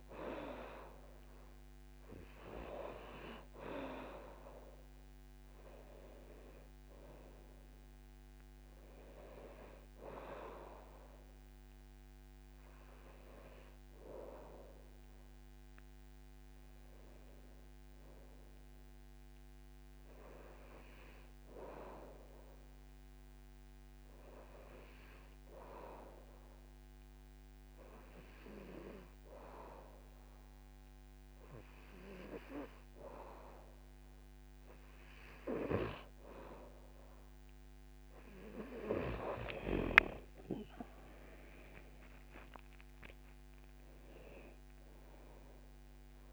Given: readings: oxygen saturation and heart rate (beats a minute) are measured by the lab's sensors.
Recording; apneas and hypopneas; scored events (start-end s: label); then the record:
breathing in sleep by a microphone on the trachea; 1
5.00-8.00 s: arousal
6.00-22.00 s: oxygen desaturation (device-marked, oxygen 96% before, 91% lowest, heart rate 81 before, 72 extreme)
21.00-34.00 s: hypopnea (oxygen 96% before, 91% lowest, heart rate 79 before, 71 extreme, up 7 after)
39.00-46.32 s: oxygen desaturation (device-marked, oxygen 97% before, 91% lowest, heart rate 79 before, 70 extreme)
41.50-44.50 s: arousal
From the record:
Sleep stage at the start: N2 (light sleep); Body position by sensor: on the back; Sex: male